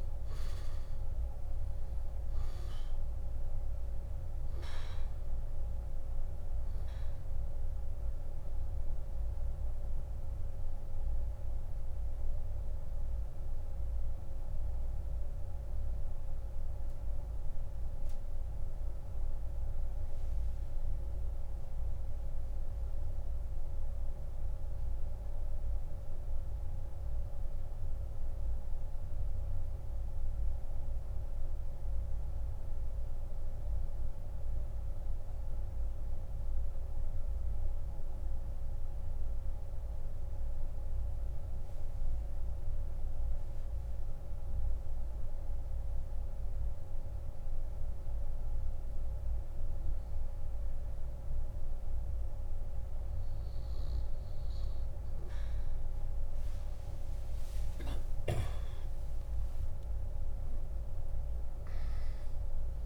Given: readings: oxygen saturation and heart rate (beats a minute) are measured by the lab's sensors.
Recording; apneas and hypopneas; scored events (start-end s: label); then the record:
breathing in sleep, hard to hear, by a room microphone; 1
0.00-10.50 s: oxygen desaturation (device-marked, oxygen 94% lowest)
11.00-54.00 s: mixed apnea (oxygen 98% before, 85% lowest)
22.50-46.50 s: oxygen desaturation (device-marked, oxygen 95% before, 87% lowest)
56.50-62.86 s: new sleep stage, N1 (lightest sleep)
57.00-62.50 s: arousal
59.50-62.86 s: oxygen desaturation (device-marked, oxygen 98% before, 91% lowest)
From the record:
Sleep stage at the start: N2 (light sleep); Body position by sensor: on the back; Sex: male